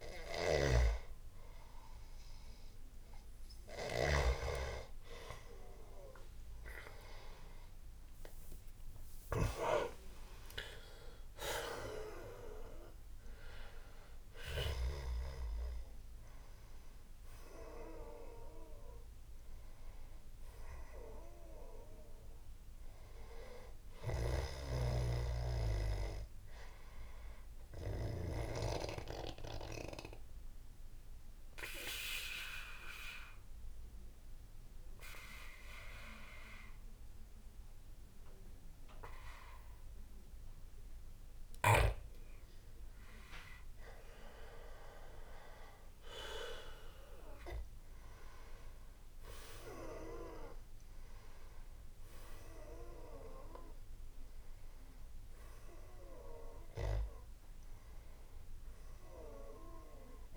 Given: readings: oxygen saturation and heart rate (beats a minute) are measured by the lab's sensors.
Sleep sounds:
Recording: breathing in sleep by a room microphone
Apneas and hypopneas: 1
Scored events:
0.50-4.50 s: snoring (device-marked)
6.00-30.00 s: oxygen desaturation (device-marked, oxygen 96% before, 91% lowest, heart rate 84 before, 74 extreme)
6.50-9.50 s: arousal
24.00-28.50 s: snoring (device-marked)
29.00-42.50 s: obstructive apnea (oxygen 97% before, 91% lowest, heart rate 87 before, 74 extreme, up 11 after)
45.00-48.50 s: arousal
50.00-60.37 s: oxygen desaturation (device-marked, oxygen 98% before, 91% lowest, heart rate 81 before, 73 extreme)
From the record:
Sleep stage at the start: N2 (light sleep)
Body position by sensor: on the back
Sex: male

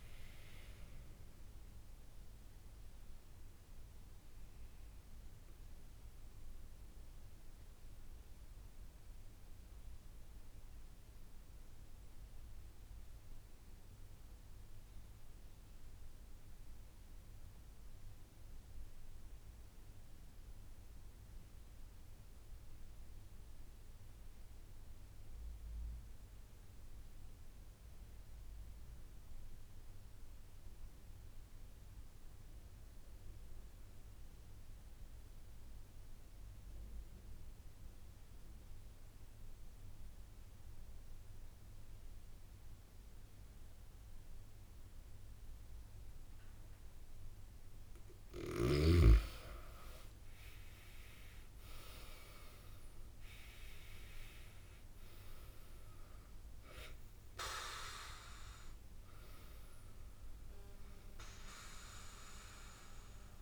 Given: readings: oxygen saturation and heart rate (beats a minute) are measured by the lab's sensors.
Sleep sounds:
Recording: breathing in sleep by a room microphone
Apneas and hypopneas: 1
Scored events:
0.00-10.00 s: oxygen desaturation (device-marked, oxygen 91% lowest)
4.00-46.50 s: obstructive apnea (oxygen 96% before, 89% lowest)
32.00-63.42 s: oxygen desaturation (device-marked, oxygen 97% before, 89% lowest, heart rate 46 before, 40 extreme)
49.00-53.00 s: arousal
From the record:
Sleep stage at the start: N2 (light sleep)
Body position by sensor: on the back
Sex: male

